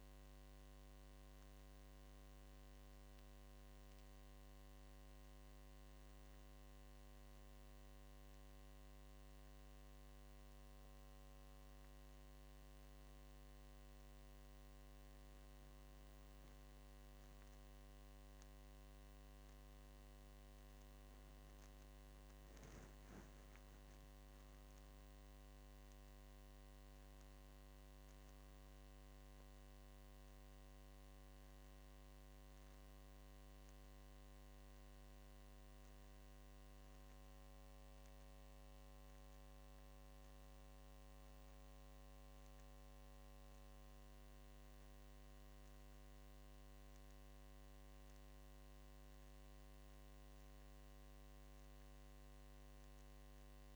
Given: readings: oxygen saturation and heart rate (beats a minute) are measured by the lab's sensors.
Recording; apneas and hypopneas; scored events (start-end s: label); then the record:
breathing in sleep, hard to hear, by a microphone on the trachea; none
19.50-23.50 s: arousal
From the record:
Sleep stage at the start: N1 (lightest sleep); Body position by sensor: on the left side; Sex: male